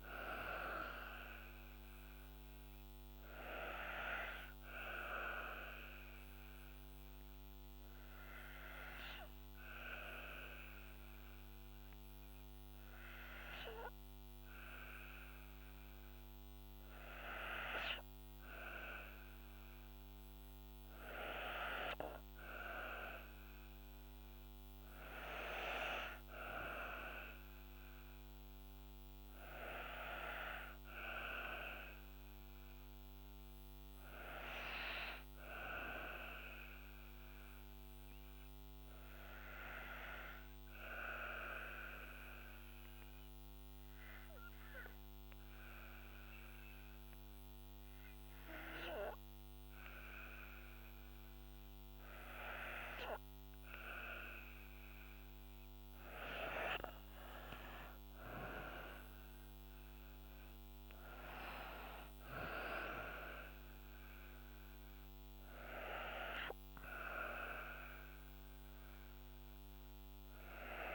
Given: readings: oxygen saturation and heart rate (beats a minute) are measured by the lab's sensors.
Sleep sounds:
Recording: breathing in sleep by a microphone on the trachea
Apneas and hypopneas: 2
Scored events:
0.00-12.50 s: oxygen desaturation (device-marked, oxygen 92% lowest, heart rate 63 extreme)
6.00-17.00 s: obstructive apnea (oxygen 96% before, 90% lowest, heart rate 67 before, 63 extreme, up 2 after)
19.00-22.00 s: arousal
20.50-37.50 s: oxygen desaturation (device-marked, oxygen 97% before, 92% lowest, heart rate 65 before, 58 extreme)
37.50-52.00 s: obstructive apnea (oxygen 97% before, 90% lowest, heart rate 64 before, 58 extreme, up 7 after)
53.50-56.00 s: arousal
57.50-70.95 s: oxygen desaturation (device-marked, oxygen 96% before, 90% lowest, heart rate 62 before, 59 extreme)
From the record:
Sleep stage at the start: N2 (light sleep)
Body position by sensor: on the back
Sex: female

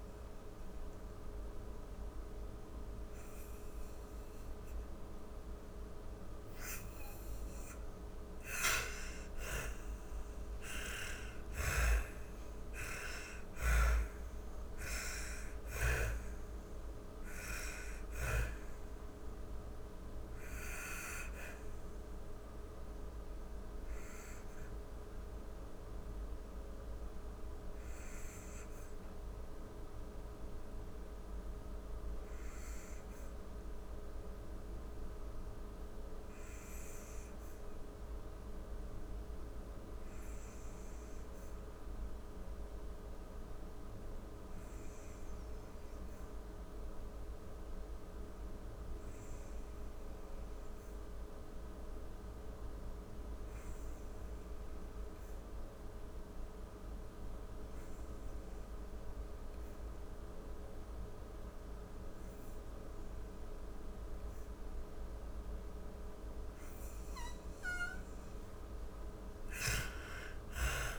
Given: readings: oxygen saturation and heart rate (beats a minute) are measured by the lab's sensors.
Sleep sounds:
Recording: breathing in sleep by a room microphone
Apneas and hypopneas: 1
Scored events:
0.00-1.00 s: arousal
0.00-34.50 s: oxygen desaturation (device-marked, oxygen 82% lowest, heart rate 43 extreme)
18.00-60.00 s: hypopnea (oxygen 97% before, 82% lowest, heart rate 112 before, 43 extreme)
55.50-70.99 s: oxygen desaturation (device-marked, oxygen 98% before, 83% lowest, heart rate 50 before, 50 extreme)
68.50-70.99 s: arousal
From the record:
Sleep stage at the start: N2 (light sleep)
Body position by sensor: on the back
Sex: female

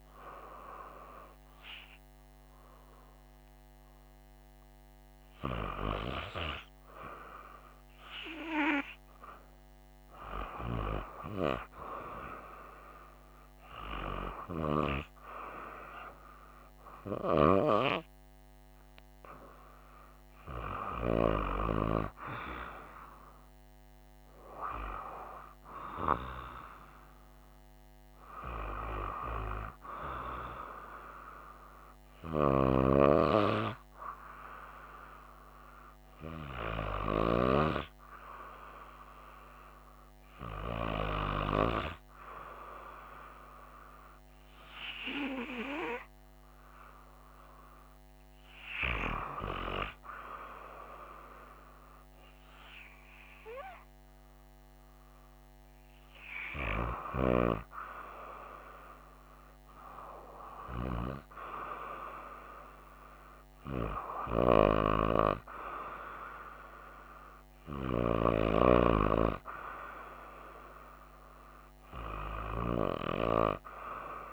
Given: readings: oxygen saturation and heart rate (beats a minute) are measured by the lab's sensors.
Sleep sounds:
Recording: breathing in sleep by a microphone on the trachea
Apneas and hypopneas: 1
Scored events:
0.00-8.50 s: oxygen desaturation (device-marked, oxygen 91% lowest, heart rate 64 extreme)
31.00-35.00 s: arousal
39.50-55.50 s: hypopnea (oxygen 95% before, 92% lowest, heart rate 68 before, 63 extreme, up 3 after)
58.00-62.00 s: arousal
From the record:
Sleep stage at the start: REM sleep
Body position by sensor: on the right side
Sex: female

